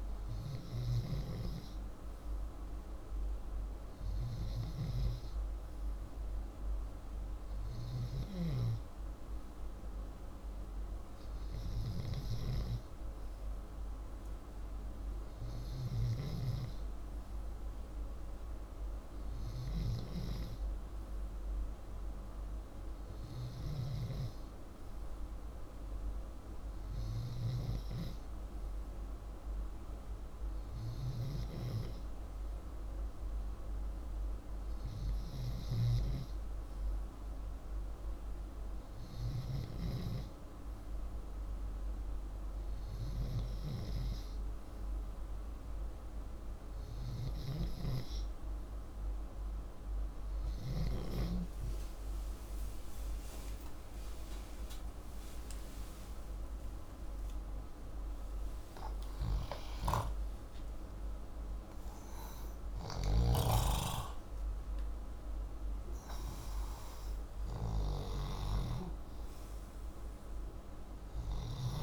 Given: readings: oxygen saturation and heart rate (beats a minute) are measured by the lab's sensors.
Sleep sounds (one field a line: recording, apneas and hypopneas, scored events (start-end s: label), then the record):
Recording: breathing in sleep by a room microphone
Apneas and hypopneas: none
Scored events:
51.00-56.50 s: arousal
62.50-71.83 s: snoring (device-marked)
From the record:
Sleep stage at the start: N2 (light sleep)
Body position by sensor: upright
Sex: male